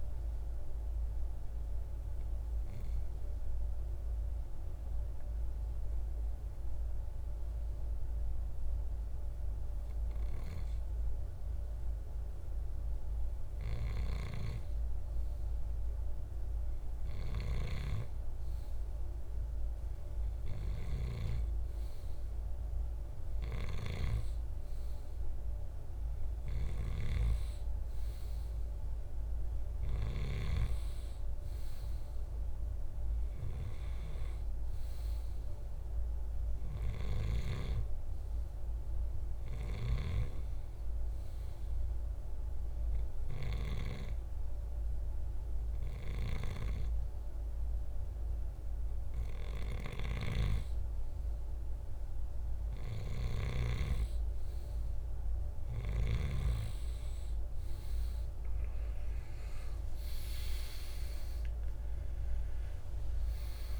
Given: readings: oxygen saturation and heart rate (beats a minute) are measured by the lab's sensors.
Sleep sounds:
breathing in sleep by a room microphone; 2
0.50-11.00 s: obstructive apnea (oxygen 93% before, 91% lowest, heart rate 70 before, 58 extreme, up 2 after)
14.00-18.50 s: arousal
19.00-33.00 s: oxygen desaturation (device-marked, oxygen 97% before, 91% lowest, heart rate 61 before, 65 extreme)
41.00-51.50 s: hypopnea (oxygen 97% before, 86% lowest, heart rate 69 before, 62 extreme, up 6 after)
58.50-63.00 s: arousal
From the record:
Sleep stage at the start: N2 (light sleep); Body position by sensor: on the right side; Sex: male

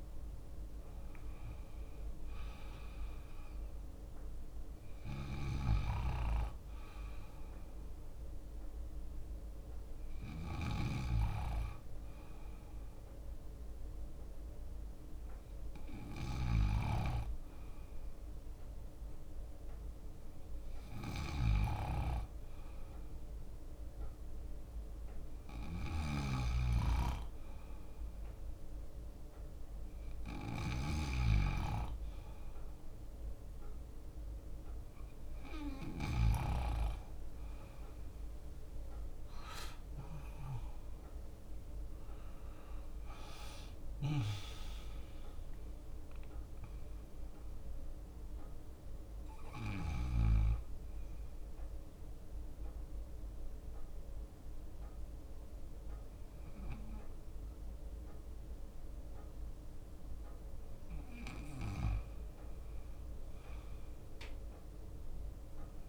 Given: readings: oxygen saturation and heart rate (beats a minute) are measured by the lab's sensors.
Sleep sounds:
breathing in sleep by a room microphone; 1
5.00-35.00 s: bradycardia (device-marked, heart rate 63 before, 57 extreme)
12.00-16.00 s: leg movement (device-marked)
18.50-20.50 s: leg movement (device-marked)
24.50-29.00 s: leg movement (device-marked)
25.00-34.00 s: drop in pulse transit time (device-marked, heart rate 58 before, 57 extreme)
26.00-36.50 s: snoring (device-marked)
31.50-33.50 s: leg movement (device-marked)
33.50-36.50 s: leg movement (device-marked)
37.00-42.00 s: leg movement (device-marked)
39.00-44.50 s: arousal
44.00-56.00 s: drop in pulse transit time (device-marked, heart rate 59 before, 57 extreme)
50.00-51.50 s: leg movement (device-marked)
50.00-65.00 s: bradycardia (device-marked, heart rate 63 before, 55 extreme)
51.50-61.50 s: mixed apnea (oxygen 98% before, 96% lowest, heart rate 62 before, 55 extreme, up 5 after)
56.00-58.00 s: leg movement (device-marked)
59.00-61.50 s: leg movement (device-marked)
63.50-65.89 s: arousal
64.50-65.89 s: leg movement (device-marked)
From the record:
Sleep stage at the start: N2 (light sleep); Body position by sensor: on the left side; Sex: male

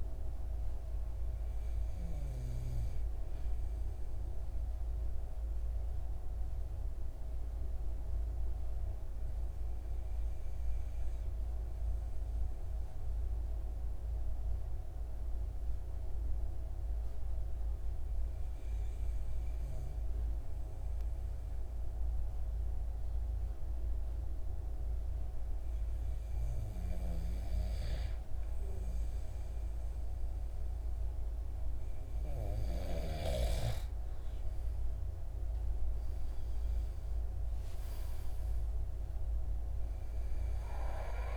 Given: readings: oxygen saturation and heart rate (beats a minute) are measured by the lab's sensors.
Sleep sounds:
breathing in sleep by a room microphone; 1
0.00-10.50 s: oxygen desaturation (device-marked, oxygen 92% lowest)
4.50-25.50 s: hypopnea (oxygen 96% before, 92% lowest)
29.50-41.37 s: oxygen desaturation (device-marked, oxygen 97% before, 93% lowest)
33.50-38.00 s: arousal
From the record:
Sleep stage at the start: N2 (light sleep); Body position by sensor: on the right side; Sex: male

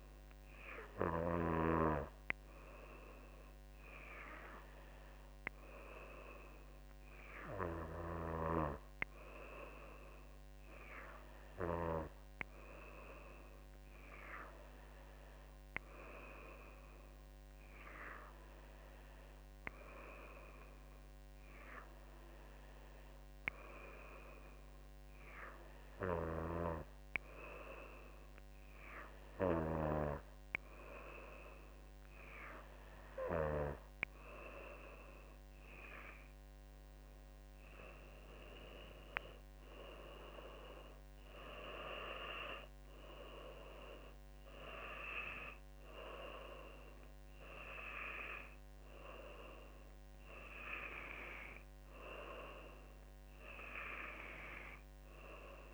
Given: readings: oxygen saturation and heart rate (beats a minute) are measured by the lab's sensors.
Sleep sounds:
breathing in sleep by a microphone on the trachea; none
none scored
From the record:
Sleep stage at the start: N2 (light sleep); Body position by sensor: on the back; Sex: female

